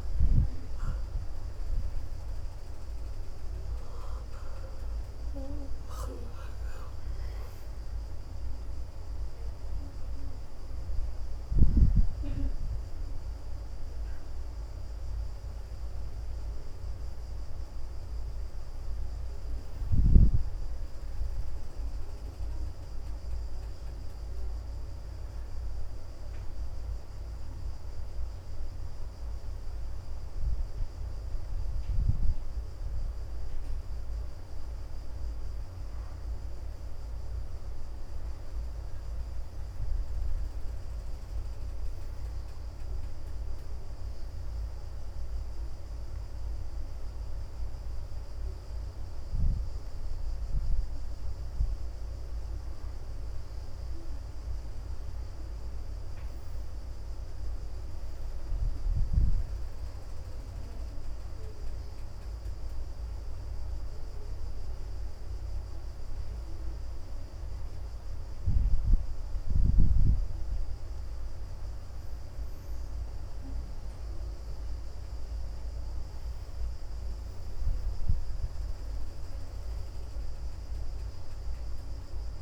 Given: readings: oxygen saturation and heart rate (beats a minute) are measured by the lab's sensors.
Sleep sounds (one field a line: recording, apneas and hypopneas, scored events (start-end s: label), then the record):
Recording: breathing in sleep, hard to hear, by a room microphone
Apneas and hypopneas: 2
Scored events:
0.00-22.00 s: oxygen desaturation (device-marked, oxygen 87% lowest, heart rate 77 extreme)
25.00-35.50 s: hypopnea (oxygen 94% before, 80% lowest, heart rate 78 before, 76 extreme, up 2 after)
31.00-37.00 s: oxygen desaturation (device-marked, oxygen 94% before, 89% lowest, heart rate 78 before, 76 extreme)
39.00-43.50 s: arousal
44.00-58.00 s: oxygen desaturation (device-marked, oxygen 91% before, 81% lowest, heart rate 78 before, 73 extreme)
62.50-74.50 s: obstructive apnea (oxygen 91% before, 80% lowest, heart rate 78 before, 72 extreme, up 4 after)
69.00-77.00 s: oxygen desaturation (device-marked, oxygen 90% before, 84% lowest, heart rate 78 before, 72 extreme)
76.00-80.50 s: arousal
From the record:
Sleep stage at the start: N1 (lightest sleep)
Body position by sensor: on the right side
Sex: female